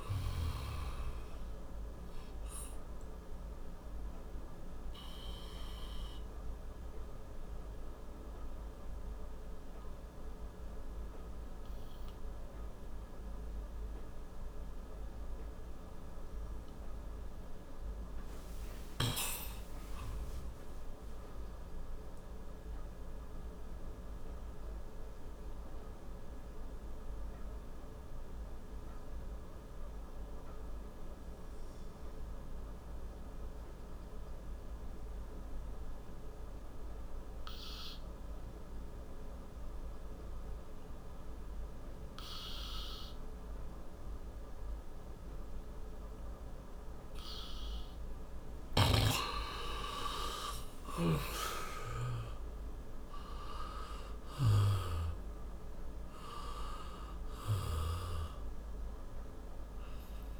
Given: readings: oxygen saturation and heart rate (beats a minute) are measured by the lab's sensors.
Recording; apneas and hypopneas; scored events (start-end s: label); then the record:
breathing in sleep by a room microphone; 2
0.00-22.50 s: oxygen desaturation (device-marked, oxygen 87% lowest, heart rate 57 extreme)
4.50-17.00 s: obstructive apnea (oxygen 98% before, 87% lowest, heart rate 72 before, 57 extreme, up 7 after)
18.50-21.50 s: arousal
25.00-46.50 s: obstructive apnea (oxygen 98% before, 87% lowest, heart rate 61 before, 58 extreme, up 19 after)
45.50-60.40 s: oxygen desaturation (device-marked, oxygen 97% before, 87% lowest, heart rate 61 before, 56 extreme)
49.00-52.50 s: arousal
From the record:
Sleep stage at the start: N2 (light sleep); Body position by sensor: on the back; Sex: male